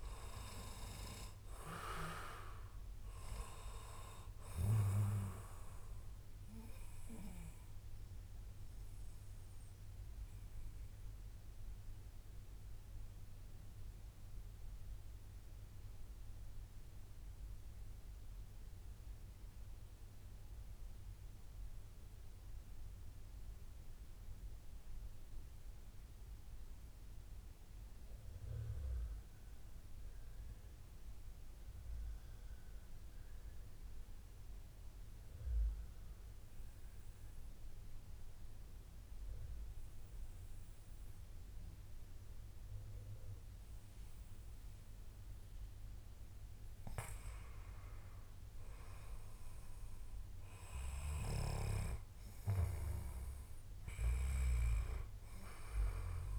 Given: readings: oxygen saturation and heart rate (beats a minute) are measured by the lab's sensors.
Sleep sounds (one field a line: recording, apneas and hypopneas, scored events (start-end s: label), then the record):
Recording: breathing in sleep by a room microphone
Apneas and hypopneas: 1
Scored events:
0.00-24.00 s: oxygen desaturation (device-marked, oxygen 91% lowest, heart rate 90 extreme)
8.00-10.00 s: long interval between heartbeats (device-marked, heart rate 128 before, 131 extreme)
8.00-45.50 s: mixed apnea (oxygen 98% before, 91% lowest, heart rate 128 before, 87 extreme, up 1 after)
48.50-52.50 s: arousal
From the record:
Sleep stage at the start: N2 (light sleep)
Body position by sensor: on the back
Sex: male